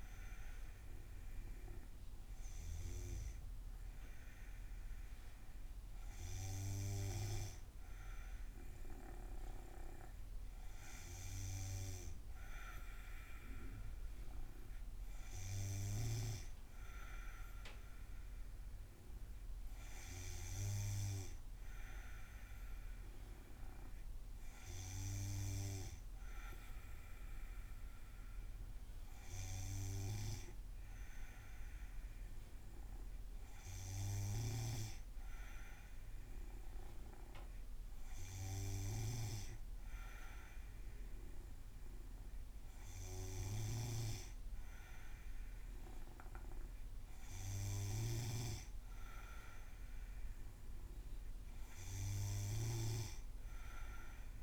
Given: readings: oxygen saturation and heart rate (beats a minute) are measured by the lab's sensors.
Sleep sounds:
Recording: breathing in sleep by a room microphone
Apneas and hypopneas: none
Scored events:
none scored
From the record:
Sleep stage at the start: N2 (light sleep)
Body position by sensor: on the back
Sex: female

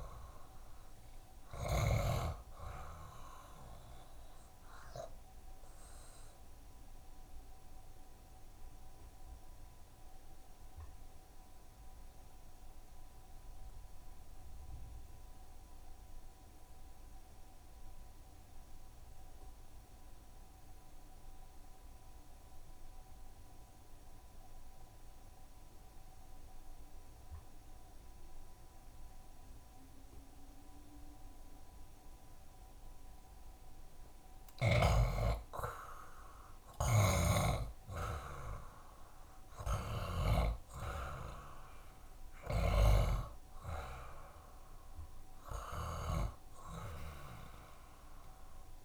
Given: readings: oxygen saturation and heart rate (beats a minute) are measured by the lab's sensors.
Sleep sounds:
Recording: breathing in sleep by a room microphone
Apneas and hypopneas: 1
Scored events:
0.00-24.50 s: oxygen desaturation (device-marked, oxygen 73% lowest, heart rate 59 extreme)
5.50-33.50 s: obstructive apnea (oxygen 94% before, 73% lowest, heart rate 81 before, 59 extreme, up 14 after)
11.50-13.50 s: long interval between heartbeats (device-marked, heart rate 79 before, 67 extreme)
14.50-16.50 s: bradycardia (device-marked, heart rate 75 before, 64 extreme)
26.50-48.85 s: oxygen desaturation (device-marked, oxygen 92% before, 75% lowest, heart rate 65 before, 65 extreme)
35.50-40.50 s: arousal
37.50-43.50 s: snoring (device-marked)
From the record:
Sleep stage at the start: N2 (light sleep)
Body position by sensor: on the back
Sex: male

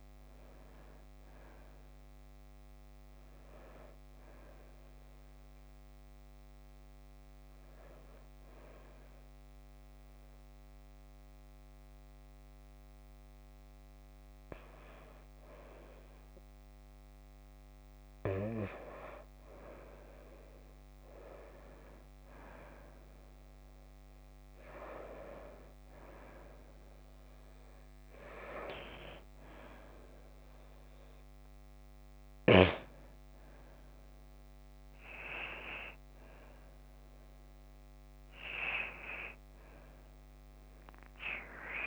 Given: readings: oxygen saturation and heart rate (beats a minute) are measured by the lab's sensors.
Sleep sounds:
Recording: breathing in sleep by a microphone on the trachea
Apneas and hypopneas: 1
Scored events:
0.00-19.00 s: oxygen desaturation (device-marked, oxygen 89% lowest, heart rate 51 extreme)
7.00-17.50 s: hypopnea (oxygen 94% before, 88% lowest, heart rate 60 before, 51 extreme, up 1 after)
20.50-24.50 s: arousal
38.00-41.87 s: oxygen desaturation (device-marked, oxygen 94% before, 88% lowest, heart rate 53 before, 51 extreme)
From the record:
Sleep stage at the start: N1 (lightest sleep)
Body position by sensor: on the right side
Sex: female

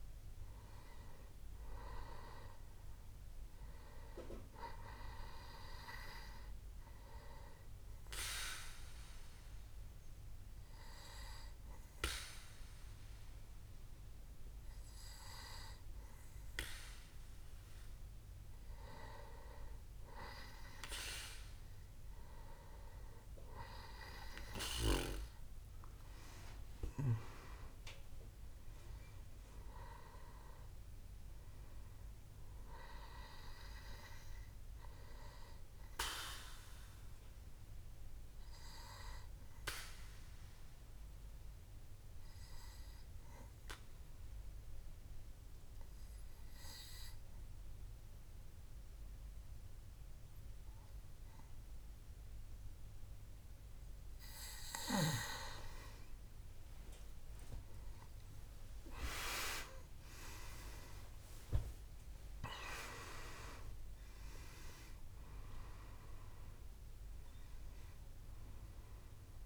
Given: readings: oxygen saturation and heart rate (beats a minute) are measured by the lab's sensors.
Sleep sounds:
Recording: breathing in sleep by a room microphone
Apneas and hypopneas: 2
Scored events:
0.00-2.50 s: arousal
8.50-19.50 s: obstructive apnea (oxygen 98% before, 90% lowest, heart rate 67 before, 64 extreme, up 6 after)
25.00-30.00 s: arousal
39.00-54.00 s: obstructive apnea (oxygen 97% before, 90% lowest, heart rate 69 before, 64 extreme, up 7 after)
57.00-62.50 s: arousal
60.50-69.45 s: oxygen desaturation (device-marked, oxygen 97% before, 90% lowest, heart rate 65 before, 61 extreme)
From the record:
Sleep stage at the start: N2 (light sleep)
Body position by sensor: on the back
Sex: male

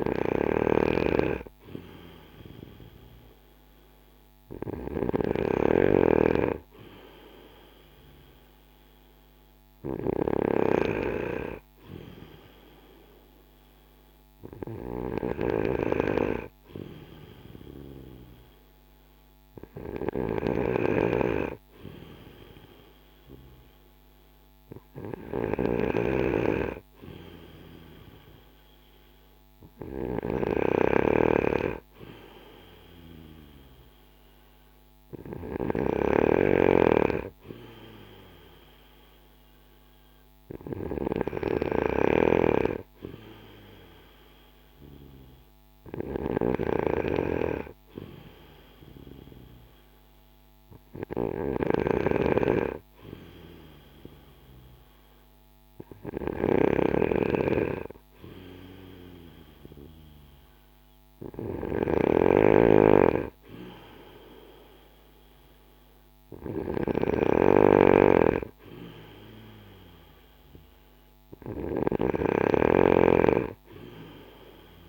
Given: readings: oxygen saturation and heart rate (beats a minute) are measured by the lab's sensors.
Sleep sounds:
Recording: breathing in sleep by a microphone on the trachea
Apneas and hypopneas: none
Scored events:
0.00-5.50 s: snoring (device-marked)
20.00-25.50 s: snoring (device-marked)
36.00-41.50 s: snoring (device-marked)
71.50-74.89 s: snoring (device-marked)
From the record:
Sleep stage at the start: N2 (light sleep)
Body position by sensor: on the back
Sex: male

